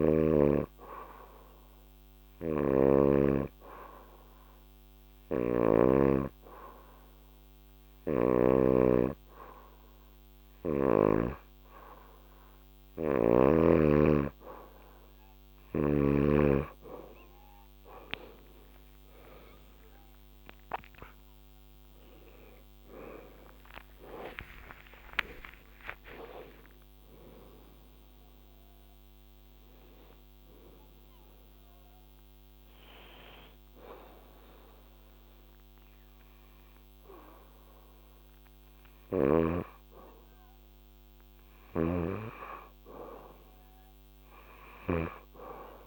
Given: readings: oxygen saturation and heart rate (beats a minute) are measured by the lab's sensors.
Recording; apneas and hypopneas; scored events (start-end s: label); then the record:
breathing in sleep by a microphone on the trachea; 1
0.00-8.00 s: oxygen desaturation (device-marked, oxygen 90% lowest, heart rate 74 extreme)
1.50-13.00 s: hypopnea (oxygen 94% before, 89% lowest, heart rate 76 before, 74 extreme, up 8 after)
2.00-8.50 s: snoring (device-marked)
18.00-37.00 s: oxygen desaturation (device-marked, oxygen 93% before, 89% lowest, heart rate 76 before, 69 extreme)
20.00-25.50 s: arousal
41.50-45.00 s: snoring (device-marked)
From the record:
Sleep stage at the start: N2 (light sleep); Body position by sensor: on the back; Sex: female